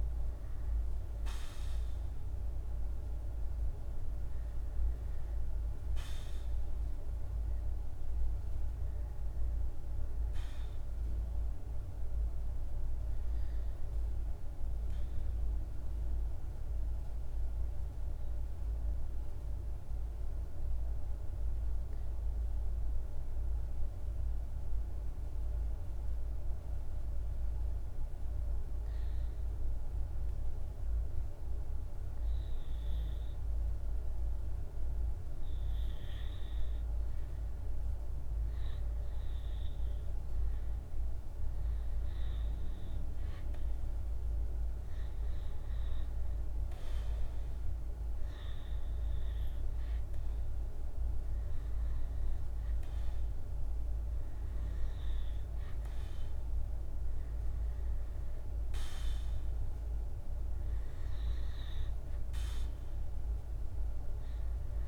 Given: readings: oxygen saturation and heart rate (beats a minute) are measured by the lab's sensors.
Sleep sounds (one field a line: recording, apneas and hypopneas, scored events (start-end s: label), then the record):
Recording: breathing in sleep, hard to hear, by a room microphone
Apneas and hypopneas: 1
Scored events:
14.50-32.50 s: obstructive apnea (oxygen 99% before, 87% lowest, heart rate 53 before, 49 extreme, up 1 after)
32.00-64.88 s: oxygen desaturation (device-marked, oxygen 98% before, 87% lowest, heart rate 51 before, 50 extreme)
35.50-41.00 s: arousal
From the record:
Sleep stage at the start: REM sleep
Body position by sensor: on the back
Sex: male